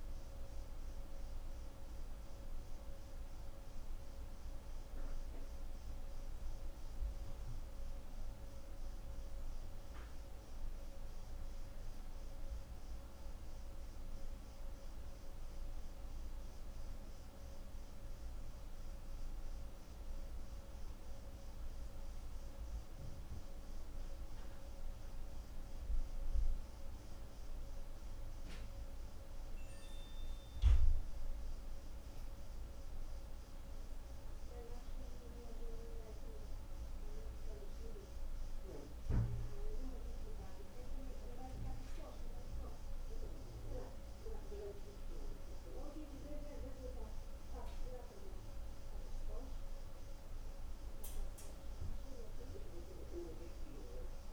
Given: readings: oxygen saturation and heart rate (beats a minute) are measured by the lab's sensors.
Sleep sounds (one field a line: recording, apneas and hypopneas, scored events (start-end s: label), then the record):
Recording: breathing in sleep by a room microphone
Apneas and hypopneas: none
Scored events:
none scored
From the record:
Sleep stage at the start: N1 (lightest sleep)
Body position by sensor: on the right side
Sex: female